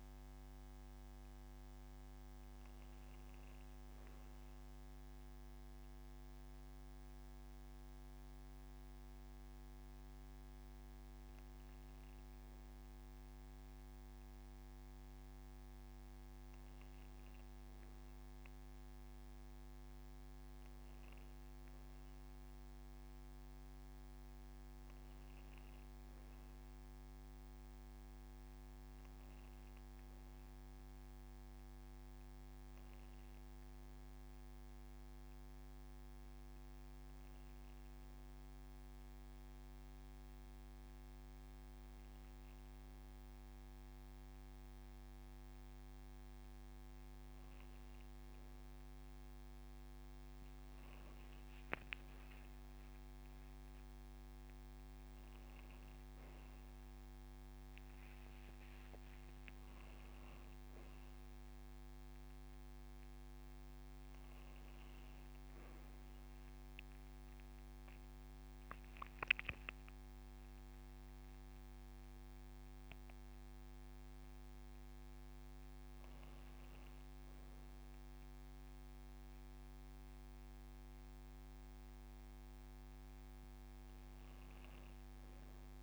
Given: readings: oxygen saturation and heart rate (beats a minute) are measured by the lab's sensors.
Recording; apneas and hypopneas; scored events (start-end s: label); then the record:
breathing in sleep, hard to hear, by a microphone on the trachea; none
19.50-21.50 s: long interval between heartbeats (device-marked)
21.50-23.50 s: long interval between heartbeats (device-marked)
23.50-25.50 s: long interval between heartbeats (device-marked)
26.00-28.00 s: long interval between heartbeats (device-marked, heart rate 39 before, 99 extreme)
29.50-31.50 s: long interval between heartbeats (device-marked, heart rate 54 before, 102 extreme)
32.00-34.00 s: long interval between heartbeats (device-marked, heart rate 70 before, 107 extreme)
44.00-46.00 s: long interval between heartbeats (device-marked, heart rate 103 before, 35 extreme)
47.00-49.00 s: long interval between heartbeats (device-marked, heart rate 92 before, 50 extreme)
49.50-53.00 s: arousal
50.50-52.50 s: long interval between heartbeats (device-marked, heart rate 89 before, 121 extreme)
53.00-55.00 s: long interval between heartbeats (device-marked, heart rate 91 before, 130 extreme)
55.00-85.83 s: new sleep stage, N2 (light sleep)
59.50-61.50 s: long interval between heartbeats (device-marked, heart rate 94 before, 27 extreme)
63.00-65.00 s: long interval between heartbeats (device-marked, heart rate 79 before, 56 extreme)
65.50-67.50 s: long interval between heartbeats (device-marked, heart rate 85 before, 134 extreme)
74.50-76.50 s: long interval between heartbeats (device-marked, heart rate 87 before, 86 extreme)
From the record:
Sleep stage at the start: N1 (lightest sleep); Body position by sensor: on the back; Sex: female